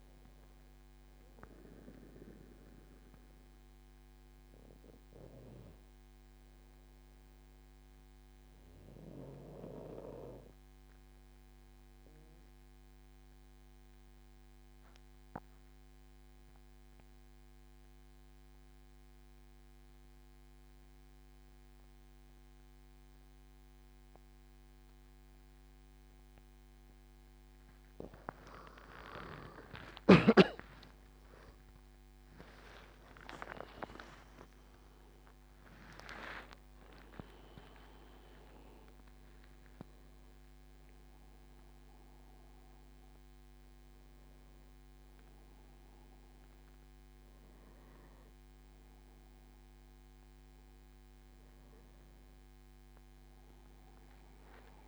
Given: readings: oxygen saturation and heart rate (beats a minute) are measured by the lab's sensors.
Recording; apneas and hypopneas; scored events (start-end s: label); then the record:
a person awake in a sleep study, by a microphone on the trachea; 1
7.50-27.00 s: obstructive apnea (oxygen 97% before, 89% lowest, heart rate 79 before, 77 extreme, up 21 after)
17.50-54.88 s: new sleep stage, awake
18.50-50.50 s: oxygen desaturation (device-marked, oxygen 97% before, 89% lowest, heart rate 78 before, 77 extreme)
32.50-35.50 s: tachycardia (device-marked, heart rate 81 before, 100 extreme)
33.00-35.00 s: long interval between heartbeats (device-marked, heart rate 79 before, 93 extreme)
36.50-38.50 s: long interval between heartbeats (device-marked, heart rate 83 before, 110 extreme)
From the record:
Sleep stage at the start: N2 (light sleep); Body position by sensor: on the back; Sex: male